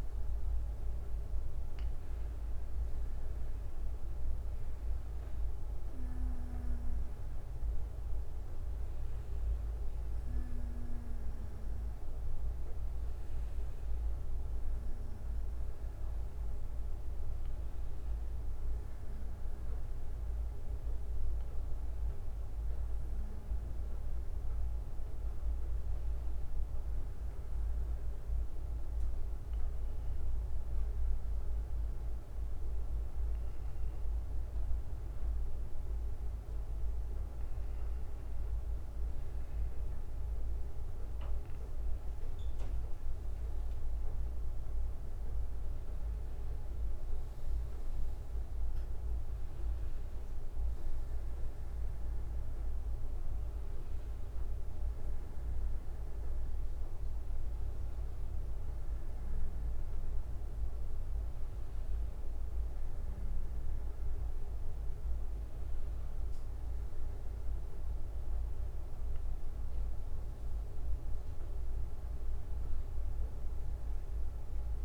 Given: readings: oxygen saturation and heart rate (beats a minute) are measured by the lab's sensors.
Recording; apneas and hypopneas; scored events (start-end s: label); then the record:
breathing in sleep, hard to hear, by a room microphone; none
20.00-25.00 s: bradycardia (device-marked, heart rate 64 before, 59 extreme)
31.00-49.00 s: bradycardia (device-marked, heart rate 64 before, 55 extreme)
67.00-74.85 s: bradycardia (device-marked, heart rate 64 before, 58 extreme)
From the record:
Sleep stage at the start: N1 (lightest sleep); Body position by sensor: on the back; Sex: male